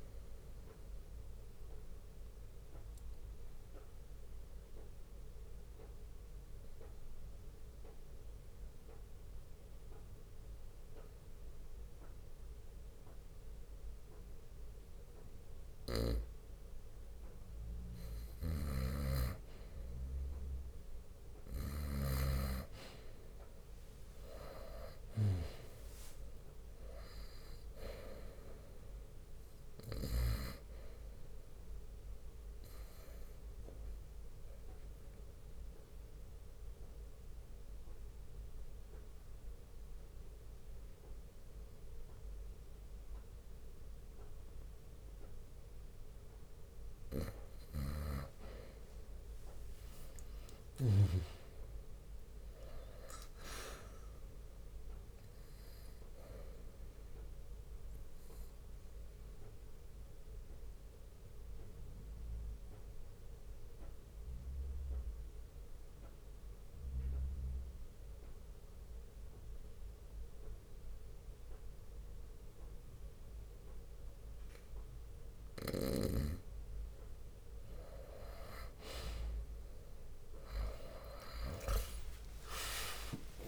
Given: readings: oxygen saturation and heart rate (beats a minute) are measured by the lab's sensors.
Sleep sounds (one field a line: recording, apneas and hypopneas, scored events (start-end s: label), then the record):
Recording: breathing in sleep by a room microphone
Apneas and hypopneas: 3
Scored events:
0.00-7.00 s: drop in pulse transit time (device-marked, heart rate 60 extreme)
2.00-17.00 s: obstructive apnea (oxygen 97% before, 91% lowest, heart rate 63 before, 58 extreme, up 5 after)
5.00-16.00 s: bradycardia (device-marked, heart rate 62 before, 58 extreme)
8.00-18.00 s: oxygen desaturation (device-marked, oxygen 95% before, 91% lowest, heart rate 64 before, 58 extreme)
18.00-22.00 s: snoring (device-marked)
21.50-25.00 s: arousal
25.00-38.00 s: drop in pulse transit time (device-marked, heart rate 59 before, 59 extreme)
30.50-32.50 s: long interval between heartbeats (device-marked, heart rate 61 before, 67 extreme)
32.00-50.00 s: oxygen desaturation (device-marked, oxygen 97% before, 92% lowest, heart rate 62 before, 57 extreme)
33.00-35.00 s: bradycardia (device-marked, heart rate 62 before, 65 extreme)
36.50-47.50 s: obstructive apnea (oxygen 97% before, 92% lowest, heart rate 63 before, 58 extreme, up 6 after)
47.50-51.00 s: snoring (device-marked)
50.00-54.00 s: arousal
53.00-67.00 s: drop in pulse transit time (device-marked, heart rate 62 before, 61 extreme)
56.00-58.00 s: long interval between heartbeats (device-marked, heart rate 62 before, 68 extreme)
59.50-76.50 s: obstructive apnea (oxygen 96% before, 91% lowest, heart rate 64 before, 57 extreme, up 15 after)
65.00-72.00 s: bradycardia (device-marked, heart rate 63 before, 57 extreme)
80.00-83.48 s: arousal
82.00-83.48 s: drop in pulse transit time (device-marked, heart rate 61 before, 68 extreme)
82.00-83.48 s: long interval between heartbeats (device-marked, heart rate 61 before, 68 extreme)
From the record:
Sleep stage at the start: N2 (light sleep)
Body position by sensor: on the right side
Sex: male